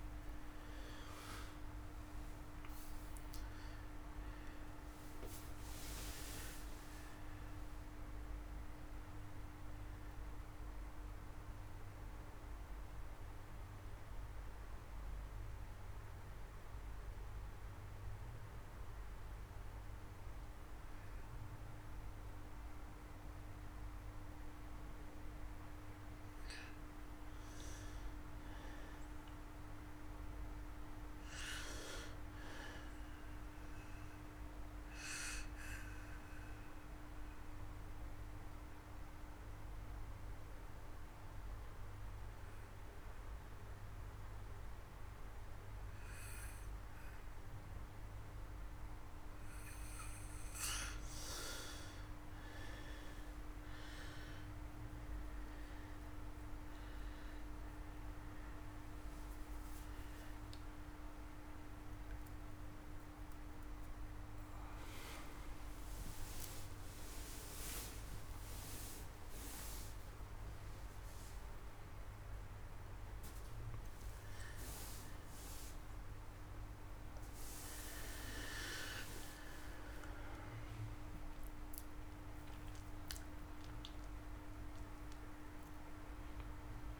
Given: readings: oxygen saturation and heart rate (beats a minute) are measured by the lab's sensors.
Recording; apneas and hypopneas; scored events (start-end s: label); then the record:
a person partly awake in a sleep study, by a room microphone; 2
0.00-4.50 s: arousal
0.00-19.00 s: oxygen desaturation (device-marked, oxygen 87% lowest)
12.50-26.00 s: mixed apnea (oxygen 98% before, 87% lowest)
29.00-32.50 s: arousal
30.00-45.00 s: oxygen desaturation (device-marked, oxygen 99% before, 92% lowest)
35.00-49.00 s: obstructive apnea (oxygen 99% before, 88% lowest)
49.00-79.00 s: new sleep stage, awake
53.00-74.00 s: oxygen desaturation (device-marked, oxygen 97% before, 88% lowest)
79.00-87.00 s: new sleep stage, N1 (lightest sleep)
From the record:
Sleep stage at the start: N2 (light sleep); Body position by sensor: on the back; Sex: male